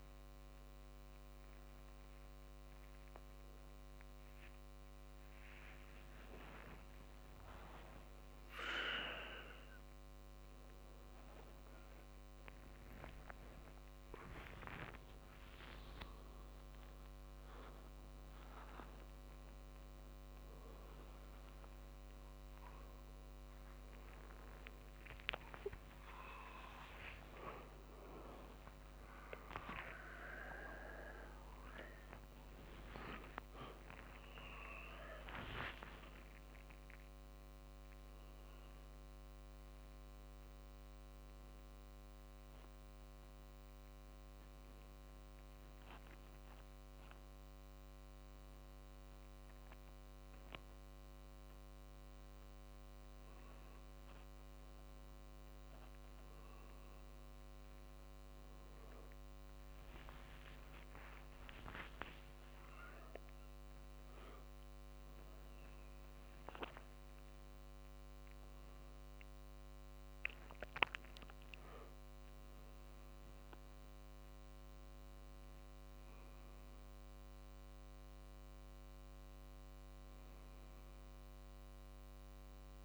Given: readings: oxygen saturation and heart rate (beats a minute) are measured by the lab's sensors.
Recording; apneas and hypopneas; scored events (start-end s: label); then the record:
a person awake in a sleep study, by a microphone on the trachea; none
3.00-14.00 s: drop in pulse transit time (device-marked, heart rate 65 before, 61 extreme)
7.00-9.00 s: long interval between heartbeats (device-marked, heart rate 63 before, 80 extreme)
9.00-20.00 s: tachycardia (device-marked, heart rate 65 before, 154 extreme)
16.00-18.00 s: long interval between heartbeats (device-marked, heart rate 83 before, 151 extreme)
18.50-20.50 s: long interval between heartbeats (device-marked, heart rate 92 before, 145 extreme)
21.00-23.00 s: long interval between heartbeats (device-marked, heart rate 103 before, 113 extreme)
23.00-30.00 s: tachycardia (device-marked, heart rate 67 before, 122 extreme)
24.50-26.50 s: long interval between heartbeats (device-marked, heart rate 110 before, 87 extreme)
27.00-29.00 s: long interval between heartbeats (device-marked, heart rate 114 before, 113 extreme)
28.00-43.00 s: drop in pulse transit time (device-marked, heart rate 116 before, 55 extreme)
29.00-31.00 s: long interval between heartbeats (device-marked, heart rate 118 before, 122 extreme)
61.00-63.00 s: long interval between heartbeats (device-marked, heart rate 55 before, 74 extreme)
From the record:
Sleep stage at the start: awake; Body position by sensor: on the back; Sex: male